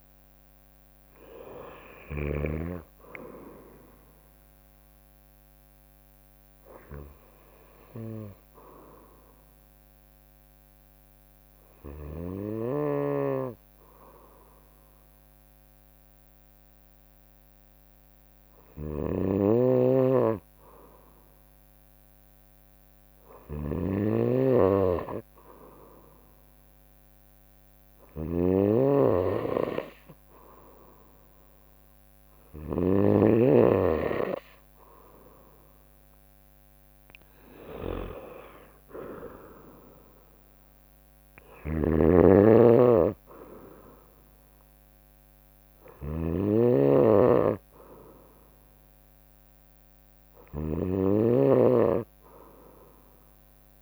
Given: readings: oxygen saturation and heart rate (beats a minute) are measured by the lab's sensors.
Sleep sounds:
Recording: breathing in sleep by a microphone on the trachea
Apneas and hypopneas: 1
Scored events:
0.00-2.00 s: snoring (device-marked)
0.50-7.50 s: bradycardia (device-marked, heart rate 63 before, 59 extreme)
7.50-22.00 s: hypopnea (oxygen 96% before, 93% lowest, heart rate 62 before, 61 extreme, up 2 after)
12.00-32.50 s: snoring (device-marked)
27.00-31.50 s: arousal
35.50-48.50 s: drop in pulse transit time (device-marked, heart rate 62 before, 62 extreme)
41.00-53.82 s: snoring (device-marked)
From the record:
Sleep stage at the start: N2 (light sleep)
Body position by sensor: on the right side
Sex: female

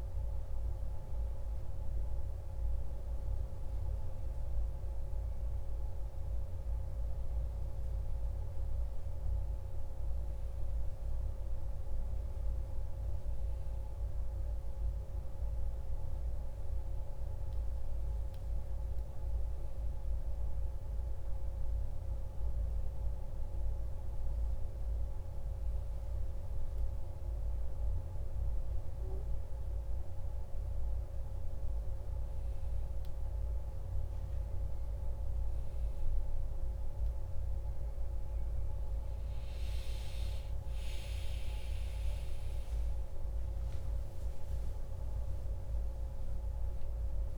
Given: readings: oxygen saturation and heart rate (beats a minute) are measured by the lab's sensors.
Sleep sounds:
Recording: breathing in sleep, hard to hear, by a room microphone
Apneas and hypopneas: none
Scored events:
43.00-47.00 s: arousal
From the record:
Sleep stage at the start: N1 (lightest sleep)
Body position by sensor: on the back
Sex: male

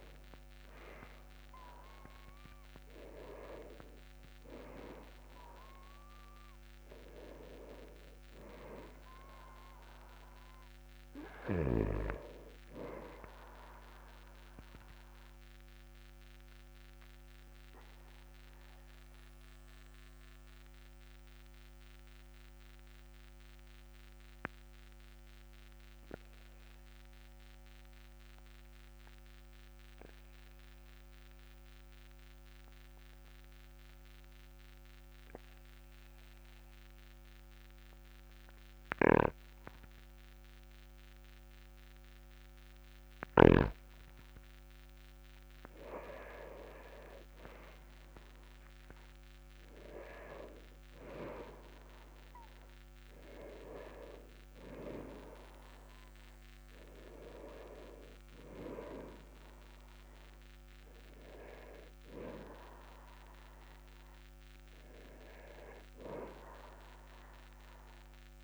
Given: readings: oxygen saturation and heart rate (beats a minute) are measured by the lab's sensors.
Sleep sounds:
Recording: breathing in sleep by a microphone on the trachea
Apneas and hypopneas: 1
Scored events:
0.00-2.00 s: arousal
14.00-43.50 s: obstructive apnea (oxygen 99% before, 96% lowest, heart rate 47 before, 36 extreme, up 8 after)
46.00-51.00 s: arousal
From the record:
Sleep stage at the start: N2 (light sleep)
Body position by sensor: on the back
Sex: male

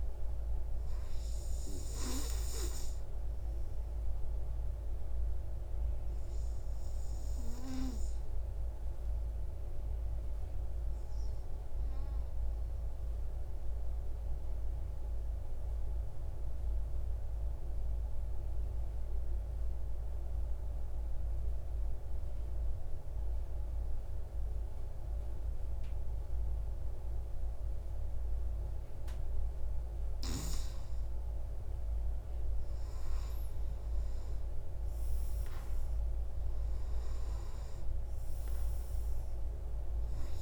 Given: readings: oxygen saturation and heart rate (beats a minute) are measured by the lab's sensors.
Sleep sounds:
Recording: breathing in sleep, hard to hear, by a room microphone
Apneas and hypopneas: 1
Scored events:
0.00-13.00 s: oxygen desaturation (device-marked, oxygen 93% lowest)
4.00-29.50 s: obstructive apnea (oxygen 98% before, 93% lowest, heart rate 49 before, 37 extreme, up 0 after)
32.00-40.42 s: oxygen desaturation (device-marked, oxygen 98% before, 94% lowest, heart rate 93 before, 49 extreme)
32.50-37.50 s: arousal
From the record:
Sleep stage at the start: N2 (light sleep)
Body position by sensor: on the right side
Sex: male

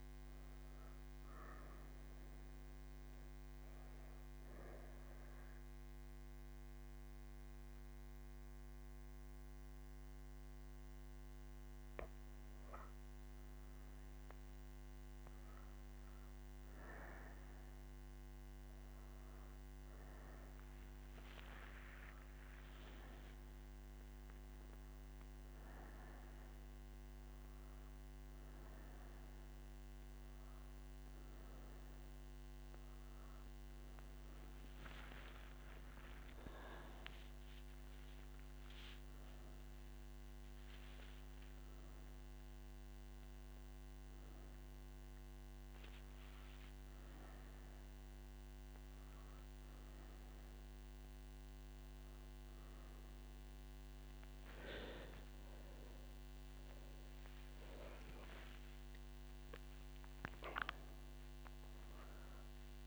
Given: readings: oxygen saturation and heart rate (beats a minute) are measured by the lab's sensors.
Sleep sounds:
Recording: breathing in sleep, hard to hear, by a microphone on the trachea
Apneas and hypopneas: 1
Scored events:
3.00-13.00 s: obstructive apnea (oxygen 99% before, 94% lowest)
43.50-48.50 s: oxygen desaturation (device-marked, oxygen 98% before, 94% lowest)
From the record:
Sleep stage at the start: N3 (deep sleep)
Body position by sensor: on the right side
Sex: female

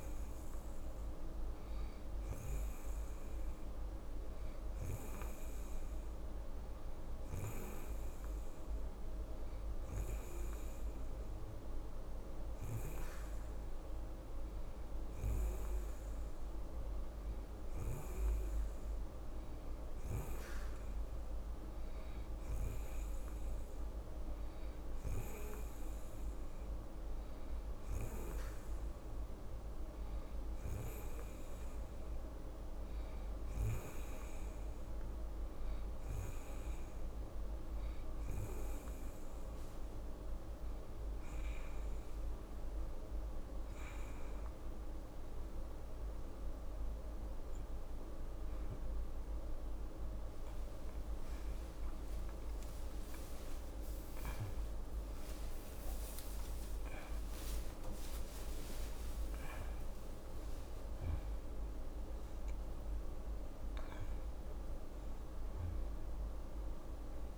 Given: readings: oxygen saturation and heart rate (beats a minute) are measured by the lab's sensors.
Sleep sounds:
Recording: breathing in sleep, hard to hear, by a room microphone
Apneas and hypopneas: none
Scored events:
53.00-59.00 s: arousal
From the record:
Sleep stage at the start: N2 (light sleep)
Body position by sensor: on the right side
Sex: female

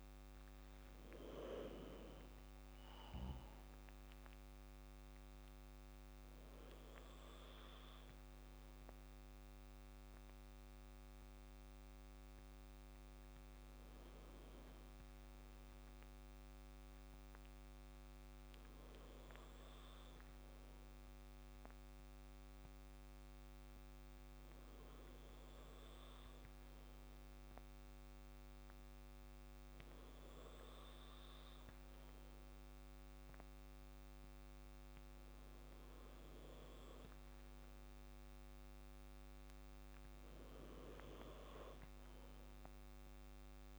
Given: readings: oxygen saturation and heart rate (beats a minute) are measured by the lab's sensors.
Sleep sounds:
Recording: breathing in sleep by a microphone on the trachea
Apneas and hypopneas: none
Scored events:
none scored
From the record:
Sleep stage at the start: N2 (light sleep)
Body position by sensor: on the back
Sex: male

